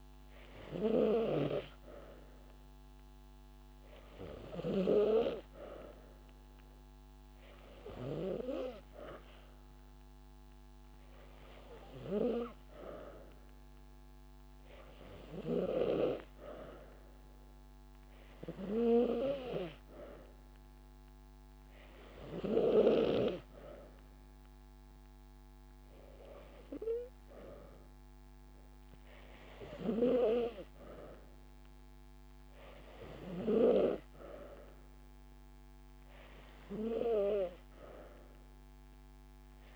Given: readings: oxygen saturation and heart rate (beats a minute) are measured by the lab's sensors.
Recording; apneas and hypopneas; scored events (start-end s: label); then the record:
breathing in sleep by a microphone on the trachea; none
0.00-2.00 s: long interval between heartbeats (device-marked)
6.00-8.00 s: long interval between heartbeats (device-marked)
From the record:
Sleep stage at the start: N3 (deep sleep); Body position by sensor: on the back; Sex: female